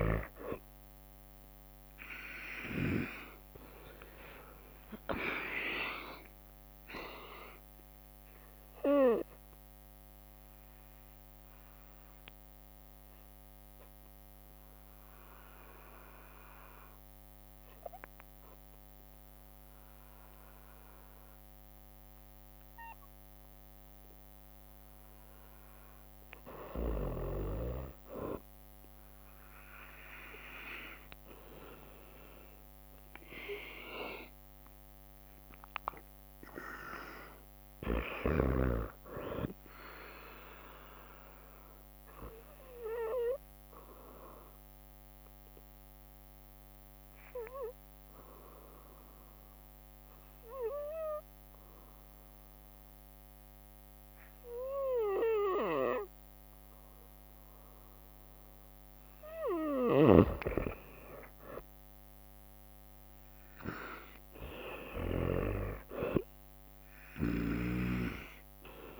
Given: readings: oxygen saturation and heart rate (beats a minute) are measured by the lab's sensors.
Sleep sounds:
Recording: breathing in sleep by a microphone on the trachea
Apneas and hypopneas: 2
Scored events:
0.00-3.50 s: arousal
1.50-15.50 s: drop in pulse transit time (device-marked, heart rate 59 before, 58 extreme)
3.50-5.50 s: long interval between heartbeats (device-marked, heart rate 59 before, 69 extreme)
3.50-12.50 s: oxygen desaturation (device-marked, oxygen 98% before, 92% lowest, heart rate 59 before, 56 extreme)
6.50-24.00 s: obstructive apnea (oxygen 98% before, 92% lowest, heart rate 61 before, 55 extreme, up 5 after)
13.50-25.50 s: bradycardia (device-marked, heart rate 61 before, 56 extreme)
26.00-30.00 s: arousal
32.50-44.50 s: drop in pulse transit time (device-marked, heart rate 59 before, 58 extreme)
40.50-50.50 s: bradycardia (device-marked, heart rate 61 before, 55 extreme)
42.00-58.00 s: obstructive apnea (oxygen 98% before, 93% lowest, heart rate 61 before, 56 extreme, up 4 after)
53.50-60.50 s: bradycardia (device-marked, heart rate 61 before, 59 extreme)
59.50-65.00 s: snoring (device-marked)
61.50-66.00 s: arousal
61.50-69.00 s: drop in pulse transit time (device-marked, heart rate 59 before, 59 extreme)
64.50-69.00 s: oxygen desaturation (device-marked, oxygen 97% before, 93% lowest, heart rate 58 before, 56 extreme)
From the record:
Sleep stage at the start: N2 (light sleep)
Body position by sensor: on the right side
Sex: female

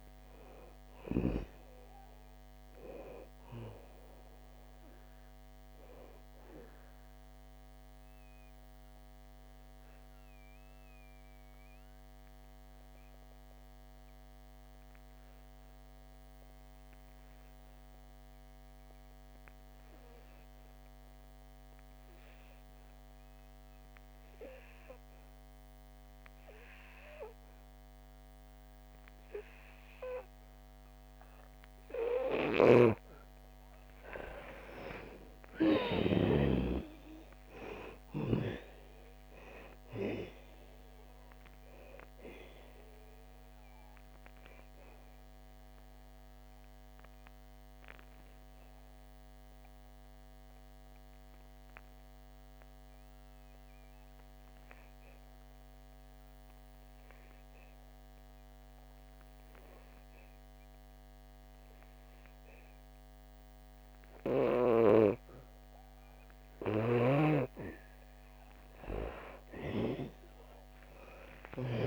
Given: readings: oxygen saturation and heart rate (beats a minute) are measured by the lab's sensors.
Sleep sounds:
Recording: breathing in sleep by a microphone on the trachea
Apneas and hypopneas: 2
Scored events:
0.00-21.50 s: oxygen desaturation (device-marked, oxygen 82% lowest, heart rate 58 extreme)
8.00-32.00 s: obstructive apnea (oxygen 99% before, 82% lowest, heart rate 67 before, 58 extreme, up 7 after)
30.50-62.50 s: oxygen desaturation (device-marked, oxygen 99% before, 82% lowest, heart rate 61 before, 58 extreme)
32.50-36.50 s: snoring (device-marked)
33.50-36.50 s: arousal
44.50-66.00 s: obstructive apnea (oxygen 99% before, 82% lowest, heart rate 66 before, 58 extreme, up 20 after)
67.50-71.87 s: oxygen desaturation (device-marked, oxygen 99% before, 87% lowest, heart rate 62 before, 59 extreme)
69.00-71.87 s: arousal
From the record:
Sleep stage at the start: N2 (light sleep)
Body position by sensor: on the back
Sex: female

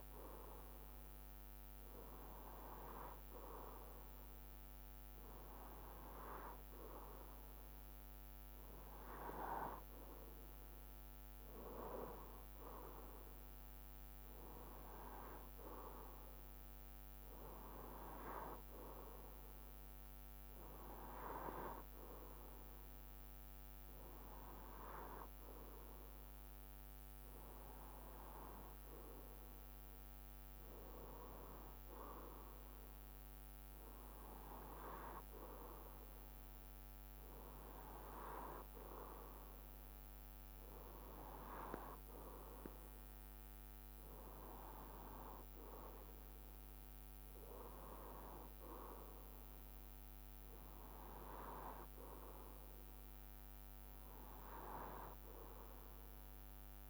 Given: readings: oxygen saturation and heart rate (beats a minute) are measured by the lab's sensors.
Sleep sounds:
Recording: breathing in sleep by a microphone on the trachea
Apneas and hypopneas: none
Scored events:
0.00-10.00 s: bradycardia (device-marked, heart rate 49 extreme)
13.00-46.00 s: bradycardia (device-marked, heart rate 58 before, 48 extreme)
47.00-56.90 s: bradycardia (device-marked, heart rate 56 before, 48 extreme)
From the record:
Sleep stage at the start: N2 (light sleep)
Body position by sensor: on the left side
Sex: male

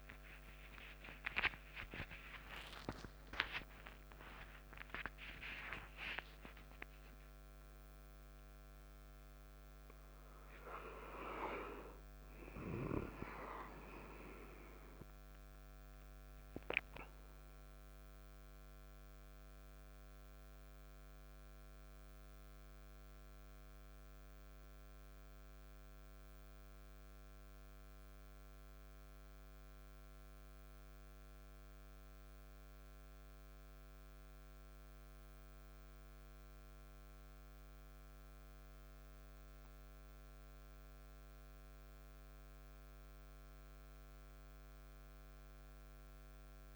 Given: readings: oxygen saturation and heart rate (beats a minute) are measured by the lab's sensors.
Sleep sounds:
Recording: a person awake in a sleep study, by a microphone on the trachea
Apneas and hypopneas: none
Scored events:
none scored
From the record:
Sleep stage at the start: awake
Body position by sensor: on the back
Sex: male

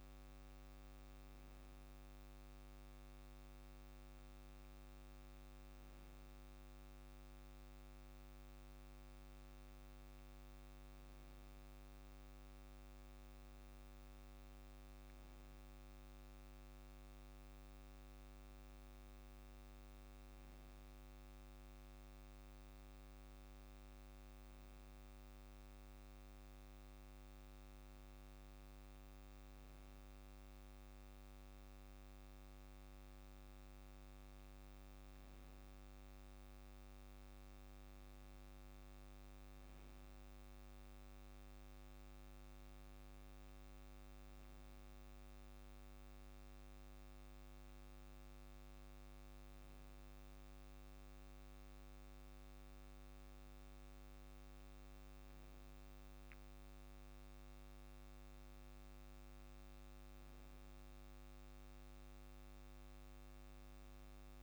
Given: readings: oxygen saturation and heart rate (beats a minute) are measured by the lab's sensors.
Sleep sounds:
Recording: breathing in sleep, hard to hear, by a microphone on the trachea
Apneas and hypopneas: none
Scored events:
12.00-14.00 s: long interval between heartbeats (device-marked, heart rate 53 before, 56 extreme)
22.00-24.00 s: long interval between heartbeats (device-marked, heart rate 53 before, 56 extreme)
30.50-32.50 s: long interval between heartbeats (device-marked, heart rate 47 before, 29 extreme)
From the record:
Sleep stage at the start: N2 (light sleep)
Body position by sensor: on the back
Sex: male

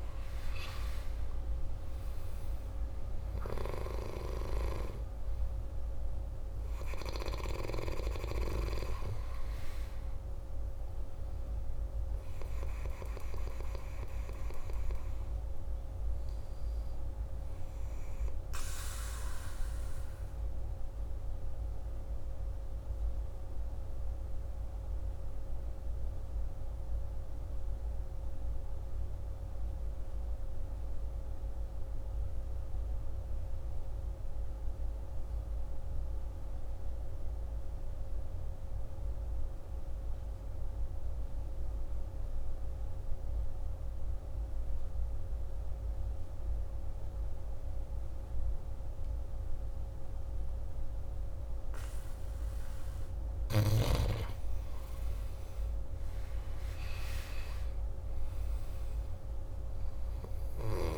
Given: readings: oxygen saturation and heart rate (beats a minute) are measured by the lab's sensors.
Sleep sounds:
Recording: breathing in sleep by a room microphone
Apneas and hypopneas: 1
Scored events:
0.00-1.00 s: arousal
0.00-26.00 s: oxygen desaturation (device-marked, oxygen 83% lowest, heart rate 52 extreme)
22.00-51.50 s: obstructive apnea (oxygen 94% before, 85% lowest, heart rate 58 before, 51 extreme, up 10 after)
47.00-60.98 s: oxygen desaturation (device-marked, oxygen 98% before, 85% lowest, heart rate 53 before, 51 extreme)
54.50-59.50 s: arousal
From the record:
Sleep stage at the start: N2 (light sleep)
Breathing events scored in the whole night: 186 in 5.5 hours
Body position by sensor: on the back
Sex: male

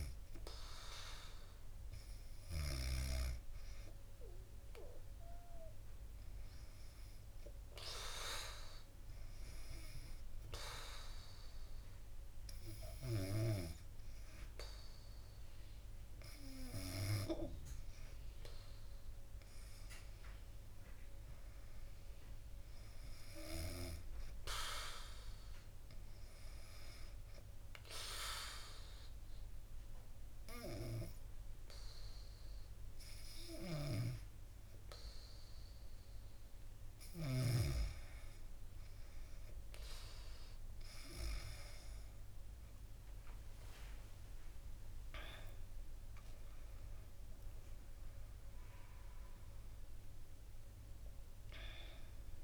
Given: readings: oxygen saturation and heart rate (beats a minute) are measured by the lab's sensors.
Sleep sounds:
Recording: breathing in sleep by a room microphone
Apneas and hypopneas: 2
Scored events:
0.00-1.00 s: arousal
9.50-19.50 s: obstructive apnea (oxygen 98% before, 95% lowest, heart rate 68 before, 68 extreme, up 0 after)
21.00-24.50 s: arousal
27.50-38.50 s: obstructive apnea (oxygen 98% before, 95% lowest, heart rate 70 before, 65 extreme, up 7 after)
33.50-37.50 s: snoring (device-marked)
42.00-47.00 s: arousal
From the record:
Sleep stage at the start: N2 (light sleep)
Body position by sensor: on the back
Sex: female

